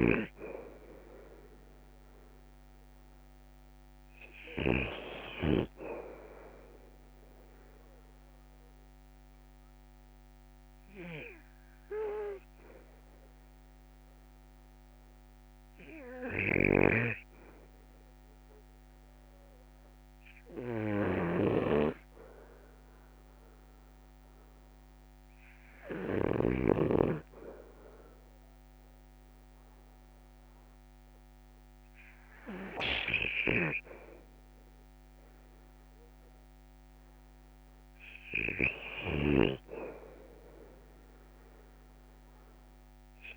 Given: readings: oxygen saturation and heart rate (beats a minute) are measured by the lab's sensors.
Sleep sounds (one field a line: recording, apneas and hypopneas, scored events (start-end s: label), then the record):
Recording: breathing in sleep by a microphone on the trachea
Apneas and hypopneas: 1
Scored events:
0.00-5.00 s: snoring (device-marked)
0.00-7.00 s: oxygen desaturation (device-marked, oxygen 88% lowest, heart rate 61 extreme)
9.50-24.50 s: hypopnea (oxygen 94% before, 90% lowest, heart rate 63 before, 61 extreme, up 7 after)
16.50-26.50 s: snoring (device-marked)
25.50-29.00 s: arousal
36.00-43.36 s: oxygen desaturation (device-marked, oxygen 94% before, 90% lowest, heart rate 65 before, 60 extreme)
39.00-43.36 s: snoring (device-marked)
From the record:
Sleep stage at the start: REM sleep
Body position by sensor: on the back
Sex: male